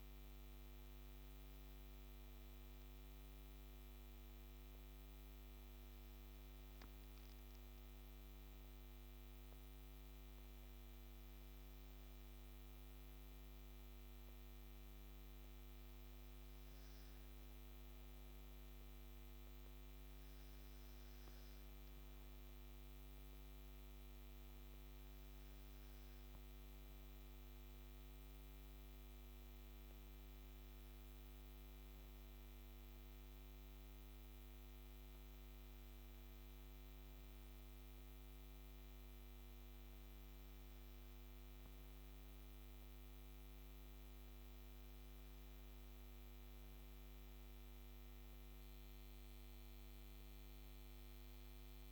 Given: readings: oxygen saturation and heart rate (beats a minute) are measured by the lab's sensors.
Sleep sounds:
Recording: breathing in sleep, hard to hear, by a microphone on the trachea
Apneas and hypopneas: none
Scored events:
46.50-51.92 s: new sleep stage, N3 (deep sleep)
From the record:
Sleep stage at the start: N2 (light sleep)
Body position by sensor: on the back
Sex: female

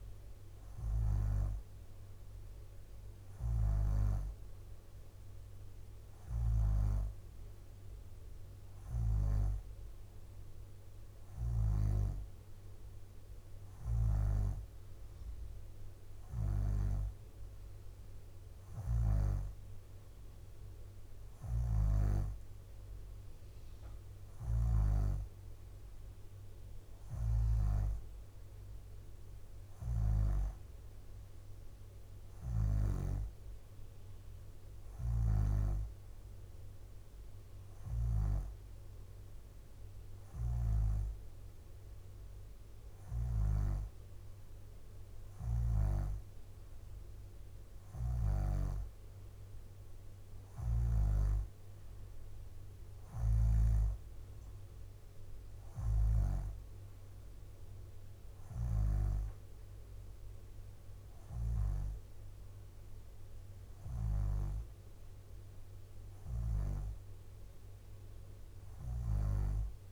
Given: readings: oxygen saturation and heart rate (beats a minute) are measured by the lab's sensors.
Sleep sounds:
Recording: breathing in sleep by a room microphone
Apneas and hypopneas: none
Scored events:
0.00-1.00 s: snoring (device-marked)
3.00-6.50 s: snoring (device-marked)
7.00-9.00 s: bradycardia (device-marked, heart rate 63 before, 61 extreme)
20.00-22.00 s: bradycardia (device-marked, heart rate 63 before, 63 extreme)
21.00-30.00 s: snoring (device-marked)
31.50-33.50 s: leg movement (device-marked)
34.50-38.00 s: snoring (device-marked)
40.00-43.50 s: snoring (device-marked)
52.50-60.50 s: leg movement (device-marked)
55.50-59.00 s: snoring (device-marked)
From the record:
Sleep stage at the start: N2 (light sleep)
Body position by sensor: upright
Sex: female

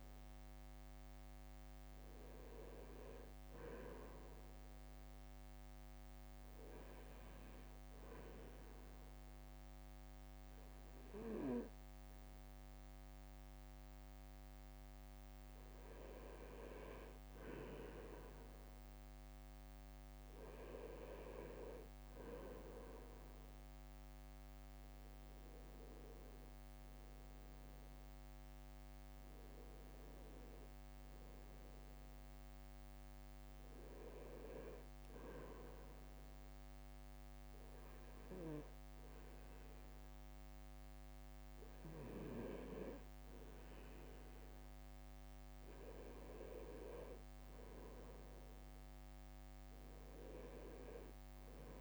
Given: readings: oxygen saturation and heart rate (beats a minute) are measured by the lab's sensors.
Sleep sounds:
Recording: breathing in sleep by a microphone on the trachea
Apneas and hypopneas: 2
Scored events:
8.00-18.00 s: obstructive apnea (oxygen 97% before, 96% lowest, heart rate 56 before, 53 extreme, up 4 after)
27.50-32.00 s: arousal
36.50-47.00 s: obstructive apnea (oxygen 97% before, 96% lowest, heart rate 56 before, 55 extreme, up 5 after)
45.00-47.00 s: leg movement (device-marked)
48.50-51.81 s: arousal
From the record:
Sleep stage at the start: N2 (light sleep)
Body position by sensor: on the right side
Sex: male

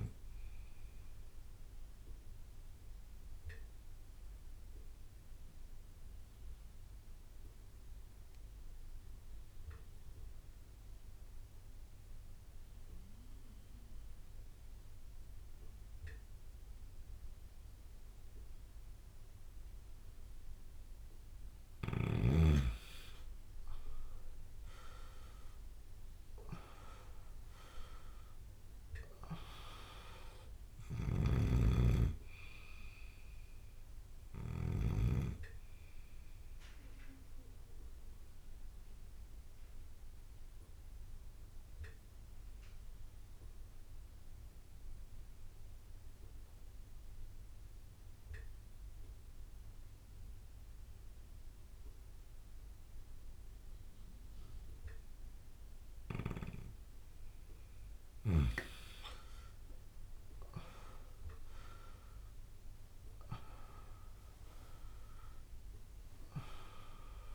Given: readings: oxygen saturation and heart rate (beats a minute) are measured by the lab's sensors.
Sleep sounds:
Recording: breathing in sleep by a room microphone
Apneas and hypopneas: 2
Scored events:
0.00-14.00 s: oxygen desaturation (device-marked, oxygen 89% lowest)
1.50-21.00 s: obstructive apnea (oxygen 99% before, 89% lowest)
24.00-28.50 s: arousal
33.00-49.00 s: oxygen desaturation (device-marked, oxygen 97% before, 92% lowest)
38.00-56.50 s: obstructive apnea (oxygen 99% before, 90% lowest)
58.50-63.50 s: arousal
65.00-67.35 s: oxygen desaturation (device-marked, oxygen 98% before, 92% lowest)
From the record:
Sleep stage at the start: N2 (light sleep)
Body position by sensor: on the back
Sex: male

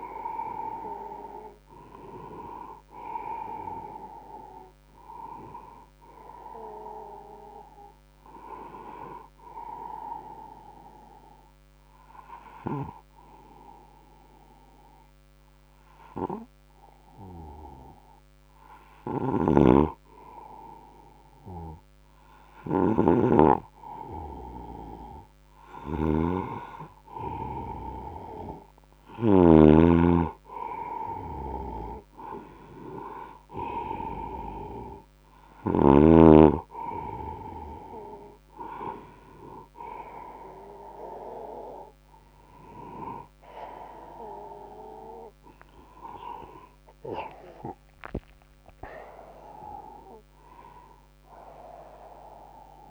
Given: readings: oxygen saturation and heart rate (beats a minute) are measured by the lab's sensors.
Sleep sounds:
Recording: breathing in sleep by a microphone on the trachea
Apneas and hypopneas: 1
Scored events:
0.00-14.00 s: oxygen desaturation (device-marked, oxygen 93% lowest, heart rate 67 extreme)
9.50-21.00 s: obstructive apnea (oxygen 97% before, 93% lowest, heart rate 79 before, 67 extreme, up 3 after)
19.00-29.50 s: snoring (device-marked)
21.50-25.50 s: arousal
28.00-45.00 s: oxygen desaturation (device-marked, oxygen 98% before, 94% lowest, heart rate 76 before, 70 extreme)
47.00-50.50 s: arousal
From the record:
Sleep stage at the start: N2 (light sleep)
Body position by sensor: on the right side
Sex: male

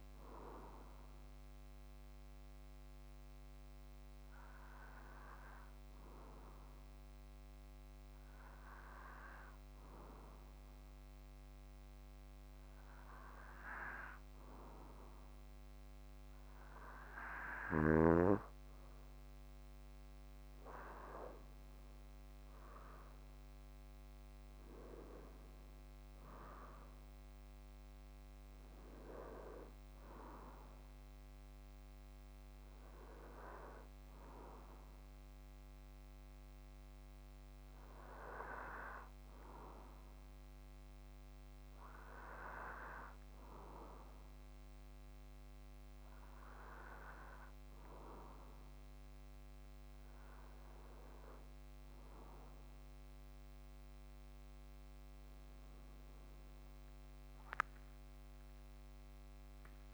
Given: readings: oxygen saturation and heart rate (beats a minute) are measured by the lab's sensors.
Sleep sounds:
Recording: breathing in sleep by a microphone on the trachea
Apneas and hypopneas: 1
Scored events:
1.00-16.50 s: hypopnea (oxygen 97% before, 93% lowest, heart rate 62 before, 46 extreme, up 15 after)
19.50-23.50 s: arousal
From the record:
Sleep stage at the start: N2 (light sleep)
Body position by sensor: on the back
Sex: male

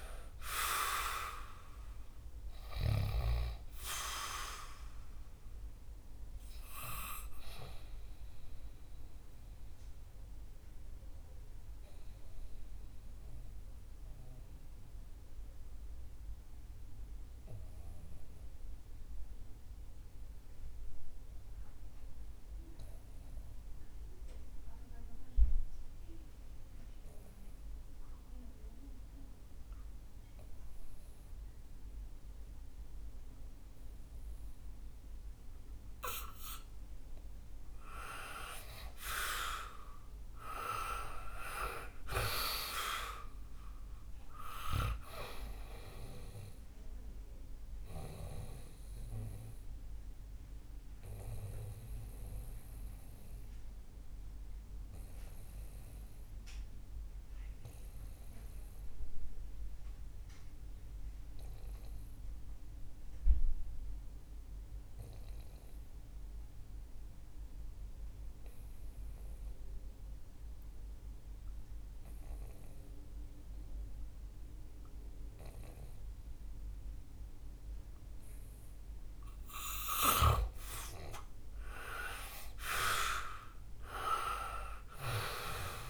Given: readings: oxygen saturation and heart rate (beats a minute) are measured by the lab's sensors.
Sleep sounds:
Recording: breathing in sleep by a room microphone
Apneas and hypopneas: 2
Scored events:
0.00-24.50 s: oxygen desaturation (device-marked, oxygen 86% lowest, heart rate 62 extreme)
8.50-36.00 s: obstructive apnea (oxygen 98% before, 86% lowest, heart rate 70 before, 61 extreme, up 11 after)
36.50-58.50 s: oxygen desaturation (device-marked, oxygen 99% before, 91% lowest, heart rate 66 before, 61 extreme)
38.00-42.00 s: arousal
48.50-79.00 s: obstructive apnea (oxygen 99% before, 85% lowest, heart rate 70 before, 61 extreme, up 10 after)
64.50-73.50 s: oxygen desaturation (device-marked, oxygen 92% before, 88% lowest, heart rate 66 before, 63 extreme)
80.50-84.50 s: arousal
From the record:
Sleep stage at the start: N2 (light sleep)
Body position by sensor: on the back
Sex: male

